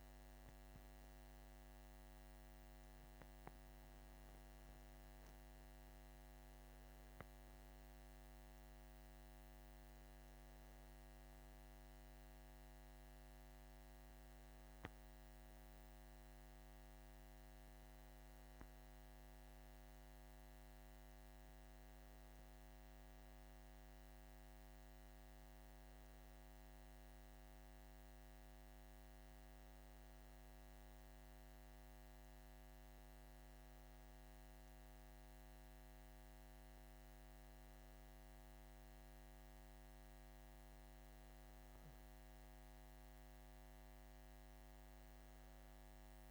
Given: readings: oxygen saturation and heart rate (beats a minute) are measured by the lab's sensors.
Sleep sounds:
breathing in sleep, hard to hear, by a microphone on the trachea; none
none scored
From the record:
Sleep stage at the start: N2 (light sleep); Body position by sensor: on the back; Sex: male

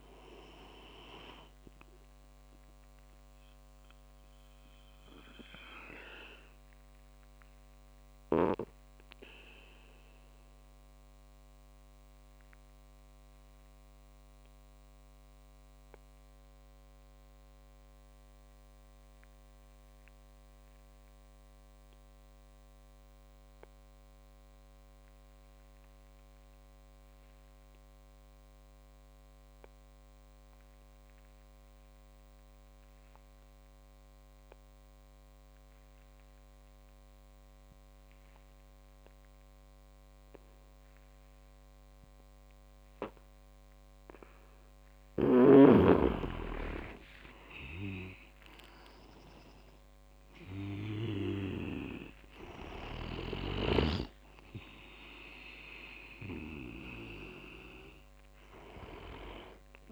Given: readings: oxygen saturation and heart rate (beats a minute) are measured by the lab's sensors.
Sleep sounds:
breathing in sleep by a microphone on the trachea; 1
0.00-15.50 s: oxygen desaturation (device-marked, oxygen 91% lowest)
4.50-44.00 s: obstructive apnea (oxygen 97% before, 91% lowest)
41.50-59.92 s: oxygen desaturation (device-marked, oxygen 98% before, 93% lowest)
46.50-50.00 s: arousal
47.00-51.50 s: leg movement (device-marked)
From the record:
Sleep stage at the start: N2 (light sleep); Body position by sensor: on the back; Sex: male

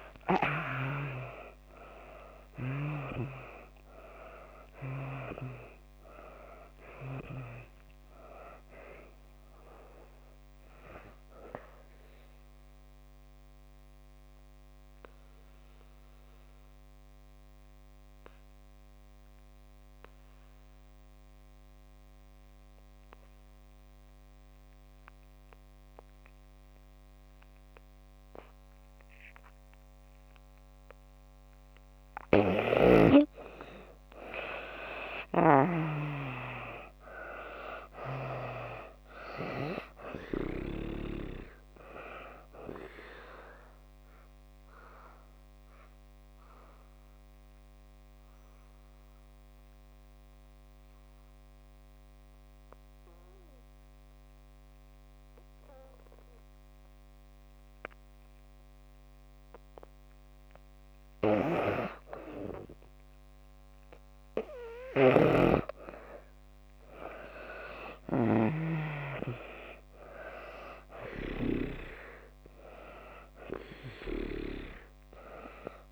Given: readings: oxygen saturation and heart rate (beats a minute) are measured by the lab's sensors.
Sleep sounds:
breathing in sleep by a microphone on the trachea; 2
0.00-2.50 s: arousal
0.00-26.50 s: oxygen desaturation (device-marked, oxygen 71% lowest)
10.50-32.00 s: obstructive apnea (oxygen 98% before, 71% lowest)
31.50-61.50 s: oxygen desaturation (device-marked, oxygen 98% before, 75% lowest)
34.00-37.00 s: arousal
43.00-65.00 s: obstructive apnea (oxygen 98% before, 75% lowest)
63.50-75.92 s: oxygen desaturation (device-marked, oxygen 98% before, 79% lowest)
67.00-70.00 s: arousal
From the record:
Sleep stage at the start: N2 (light sleep); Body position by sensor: on the back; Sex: female

